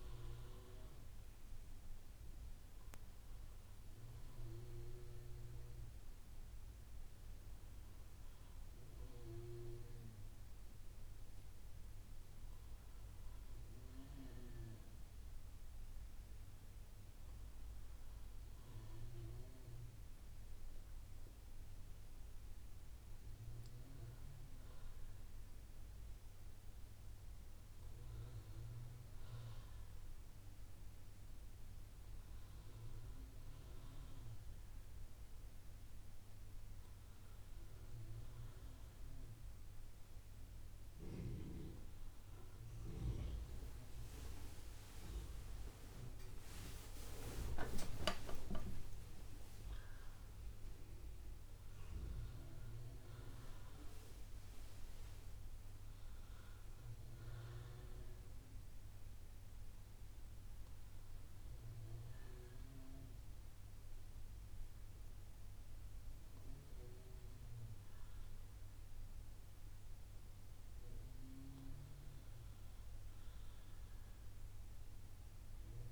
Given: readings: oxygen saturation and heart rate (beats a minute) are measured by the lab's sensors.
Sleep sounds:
breathing in sleep by a room microphone; none
3.00-11.00 s: oxygen desaturation (device-marked, oxygen 96% before, 92% lowest, heart rate 69 before, 60 extreme)
43.50-47.00 s: arousal
From the record:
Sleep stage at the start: N2 (light sleep); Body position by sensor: on the front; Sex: female

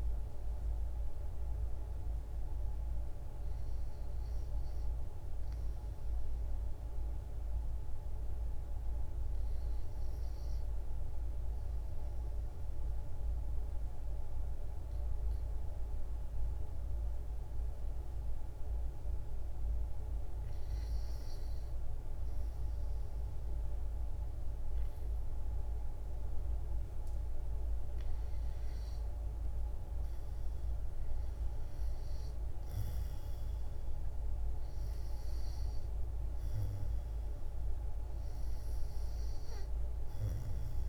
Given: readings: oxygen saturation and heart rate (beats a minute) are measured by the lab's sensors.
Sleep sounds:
breathing in sleep, hard to hear, by a room microphone; 1
0.00-1.50 s: oxygen desaturation (device-marked, oxygen 82% lowest, heart rate 60 extreme)
5.50-20.00 s: obstructive apnea (oxygen 98% before, 89% lowest, heart rate 76 before, 60 extreme, up 3 after)
22.50-40.89 s: oxygen desaturation (device-marked, oxygen 97% before, 90% lowest, heart rate 62 before, 63 extreme)
23.50-27.00 s: arousal
From the record:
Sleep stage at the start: REM sleep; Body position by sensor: on the back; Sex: female

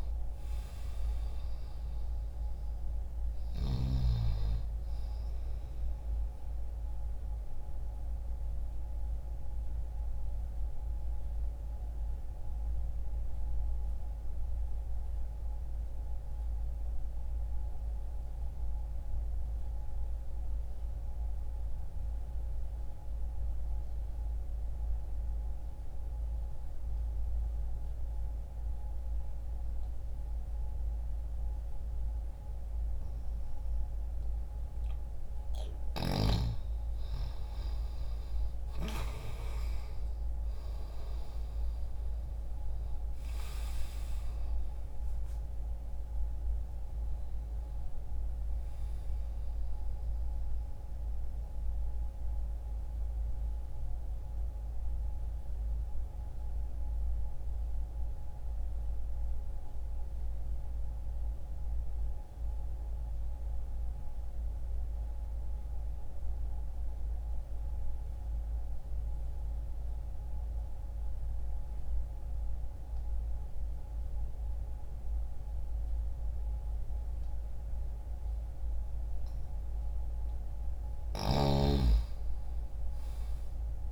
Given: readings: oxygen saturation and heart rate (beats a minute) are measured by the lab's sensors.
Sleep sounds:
breathing in sleep, hard to hear, by a room microphone; 2
0.00-11.50 s: oxygen desaturation (device-marked, oxygen 91% lowest, heart rate 60 extreme)
5.00-33.50 s: obstructive apnea (oxygen 96% before, 90% lowest, heart rate 60 before, 60 extreme, up 0 after)
37.00-42.00 s: arousal
50.50-79.00 s: obstructive apnea (oxygen 97% before, 87% lowest, heart rate 60 before, 60 extreme, up 0 after)
69.50-76.50 s: oxygen desaturation (device-marked, oxygen 95% before, 90% lowest, heart rate 60 before, 60 extreme)
81.50-83.91 s: arousal
From the record:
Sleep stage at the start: N2 (light sleep); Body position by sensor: on the left side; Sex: male

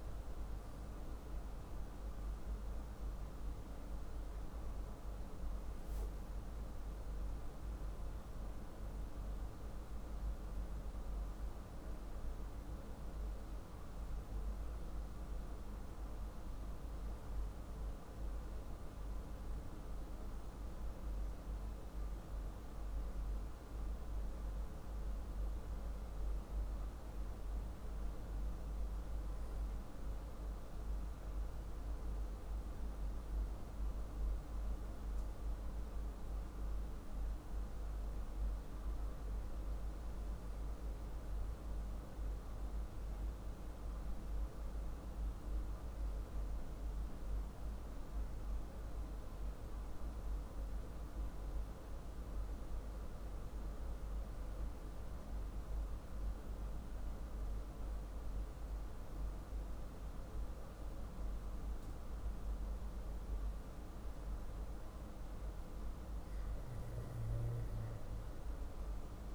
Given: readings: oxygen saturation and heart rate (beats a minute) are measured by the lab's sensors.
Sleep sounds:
breathing in sleep, hard to hear, by a room microphone; none
none scored
From the record:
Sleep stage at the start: N2 (light sleep); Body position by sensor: on the back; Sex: male

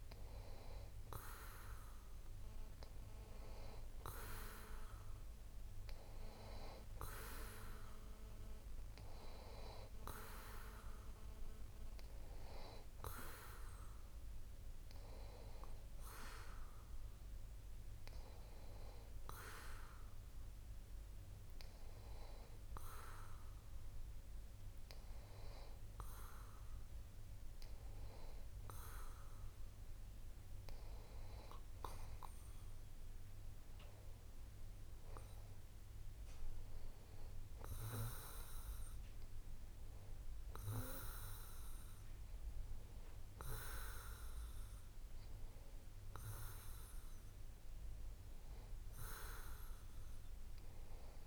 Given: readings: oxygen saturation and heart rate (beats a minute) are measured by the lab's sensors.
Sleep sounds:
breathing in sleep by a room microphone; none
0.00-2.50 s: arousal
From the record:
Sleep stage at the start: N2 (light sleep); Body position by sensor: on the back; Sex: male

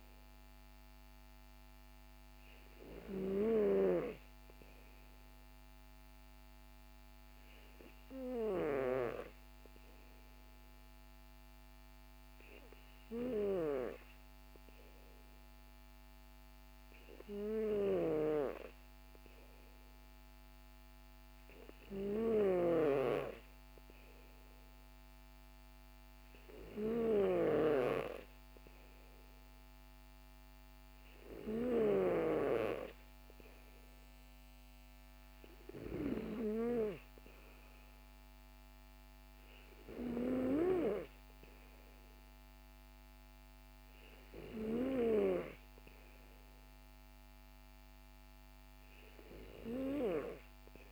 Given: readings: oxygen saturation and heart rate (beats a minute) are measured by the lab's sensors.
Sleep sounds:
breathing in sleep by a microphone on the trachea; none
none scored
From the record:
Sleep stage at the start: N2 (light sleep); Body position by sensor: on the back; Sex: male

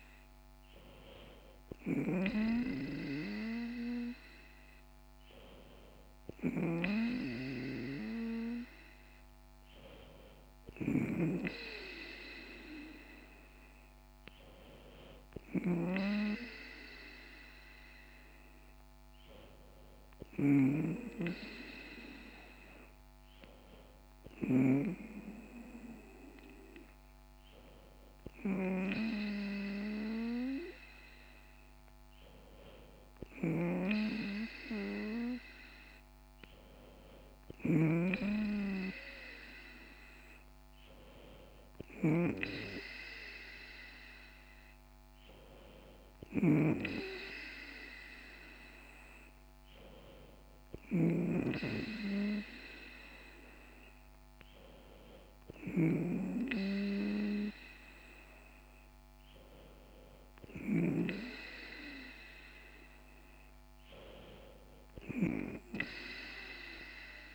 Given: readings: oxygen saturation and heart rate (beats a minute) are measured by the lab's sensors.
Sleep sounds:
breathing in sleep by a microphone on the trachea; none
none scored
From the record:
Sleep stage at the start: N2 (light sleep); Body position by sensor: on the back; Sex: female

